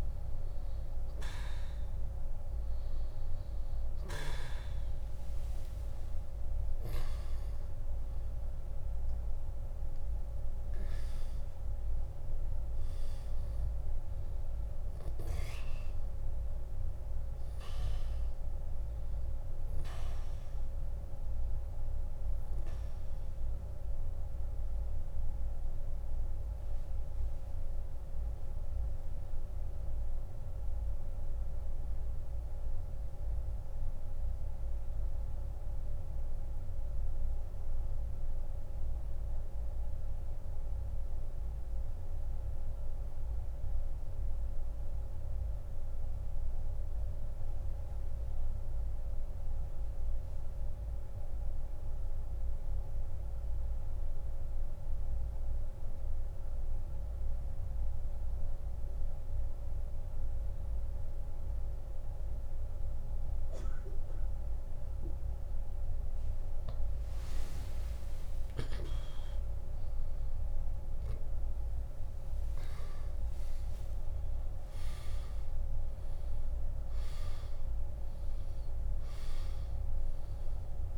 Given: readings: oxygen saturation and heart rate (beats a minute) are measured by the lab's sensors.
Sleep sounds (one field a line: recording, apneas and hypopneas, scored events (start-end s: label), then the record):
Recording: breathing in sleep, hard to hear, by a room microphone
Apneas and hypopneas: 1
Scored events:
3.50-27.50 s: oxygen desaturation (device-marked, oxygen 98% before, 92% lowest)
5.00-11.00 s: arousal
24.50-66.00 s: mixed apnea (oxygen 98% before, 87% lowest)
36.50-56.50 s: oxygen desaturation (device-marked, oxygen 93% before, 87% lowest)
68.50-72.50 s: arousal
70.50-80.98 s: oxygen desaturation (device-marked, oxygen 97% before, 94% lowest)
From the record:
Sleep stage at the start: N2 (light sleep)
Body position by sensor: on the back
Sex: male